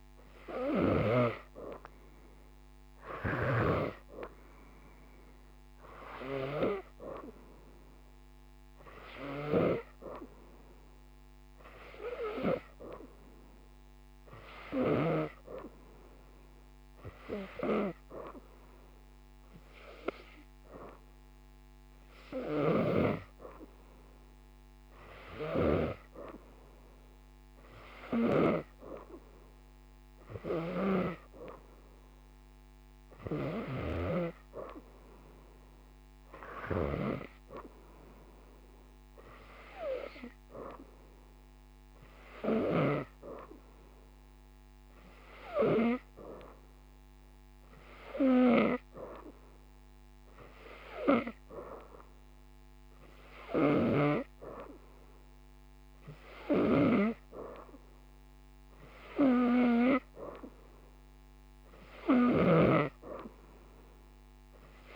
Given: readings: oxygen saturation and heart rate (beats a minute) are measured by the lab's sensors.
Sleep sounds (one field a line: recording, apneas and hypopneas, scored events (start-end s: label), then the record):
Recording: breathing in sleep by a microphone on the trachea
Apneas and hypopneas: none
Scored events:
0.00-1.00 s: snoring (device-marked)
0.00-16.50 s: oxygen desaturation (device-marked, oxygen 91% lowest, heart rate 37 extreme)
62.00-64.96 s: snoring (device-marked)
From the record:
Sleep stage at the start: N2 (light sleep)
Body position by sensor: upright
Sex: female